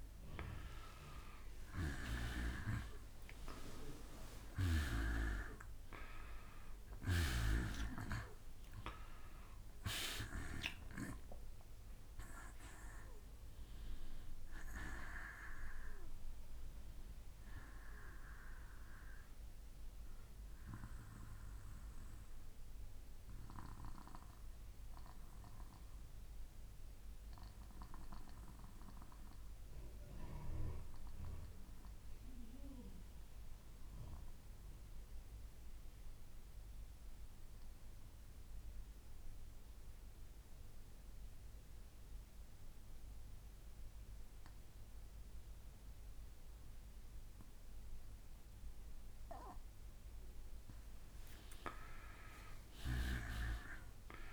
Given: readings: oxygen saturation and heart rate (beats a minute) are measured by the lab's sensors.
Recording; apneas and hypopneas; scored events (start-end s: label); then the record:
breathing in sleep by a room microphone; 1
0.00-3.50 s: arousal
8.50-23.50 s: oxygen desaturation (device-marked, oxygen 94% before, 87% lowest, heart rate 65 before, 62 extreme)
21.00-47.00 s: obstructive apnea (oxygen 94% before, 84% lowest, heart rate 67 before, 61 extreme, up 1 after)
41.50-54.33 s: oxygen desaturation (device-marked, oxygen 96% before, 84% lowest, heart rate 63 before, 61 extreme)
51.00-54.33 s: arousal
From the record:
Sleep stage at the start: N2 (light sleep); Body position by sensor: on the back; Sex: male